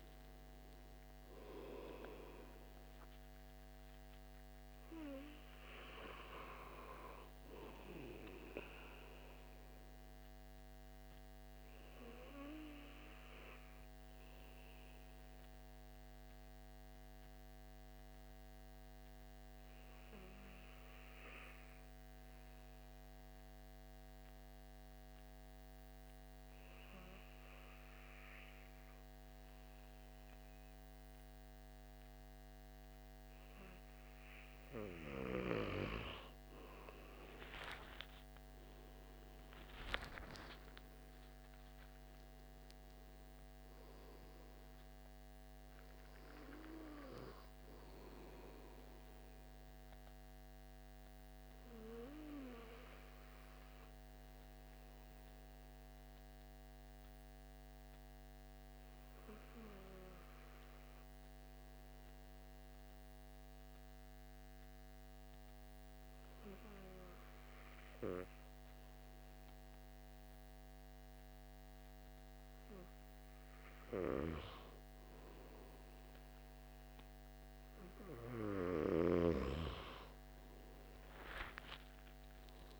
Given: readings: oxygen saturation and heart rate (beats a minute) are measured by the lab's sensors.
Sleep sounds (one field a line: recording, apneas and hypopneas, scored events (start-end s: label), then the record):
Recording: breathing in sleep by a microphone on the trachea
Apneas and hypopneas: 2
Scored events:
0.00-18.00 s: oxygen desaturation (device-marked, oxygen 93% lowest, heart rate 49 extreme)
9.50-34.50 s: obstructive apnea (oxygen 97% before, 92% lowest, heart rate 82 before, 49 extreme, up 47 after)
37.00-40.00 s: arousal
39.00-56.00 s: oxygen desaturation (device-marked, oxygen 97% before, 92% lowest, heart rate 62 before, 66 extreme)
50.50-73.50 s: obstructive apnea (oxygen 97% before, 92% lowest, heart rate 74 before, 65 extreme, up 19 after)
From the record:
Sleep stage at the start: N2 (light sleep)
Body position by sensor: on the back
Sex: male